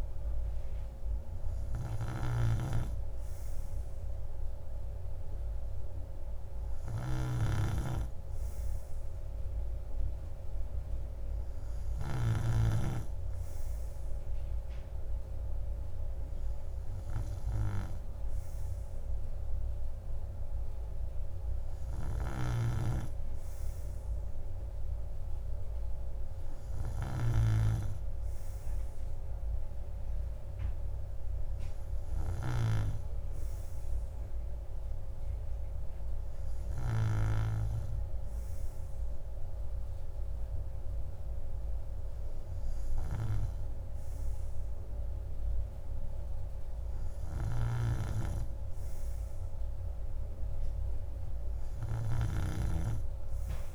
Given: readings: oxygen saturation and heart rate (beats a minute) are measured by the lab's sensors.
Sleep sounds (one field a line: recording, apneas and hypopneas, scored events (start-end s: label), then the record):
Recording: breathing in sleep by a room microphone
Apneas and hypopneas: none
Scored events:
none scored
From the record:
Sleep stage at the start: N2 (light sleep)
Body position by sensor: on the right side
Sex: male